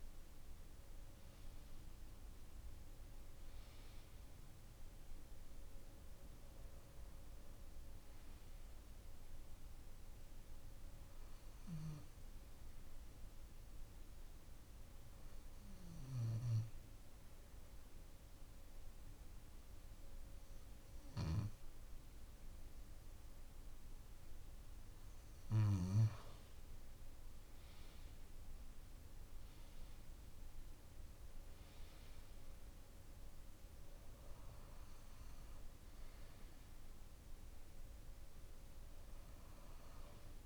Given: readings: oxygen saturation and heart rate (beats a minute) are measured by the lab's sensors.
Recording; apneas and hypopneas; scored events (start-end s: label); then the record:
breathing in sleep, hard to hear, by a room microphone; 1
2.00-6.50 s: arousal
12.50-25.00 s: hypopnea (oxygen 95% before, 91% lowest, heart rate 146 before, 67 extreme, up 57 after)
27.00-30.50 s: arousal
From the record:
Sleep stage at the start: N2 (light sleep); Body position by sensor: on the left side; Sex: male